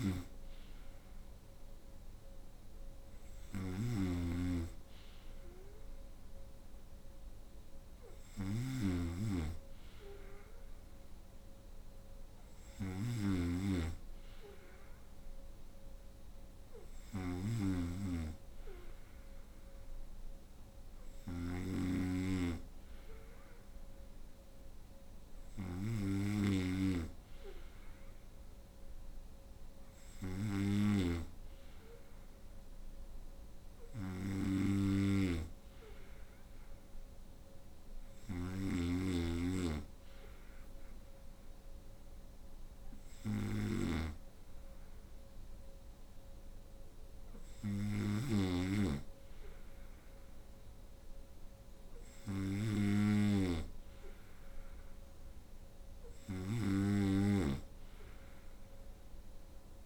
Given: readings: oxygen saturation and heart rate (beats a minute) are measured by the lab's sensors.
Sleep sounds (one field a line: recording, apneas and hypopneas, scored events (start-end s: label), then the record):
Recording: breathing in sleep by a room microphone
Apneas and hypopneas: none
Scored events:
0.00-59.86 s: snoring (device-marked)
From the record:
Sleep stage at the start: N2 (light sleep)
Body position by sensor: on the right side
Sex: female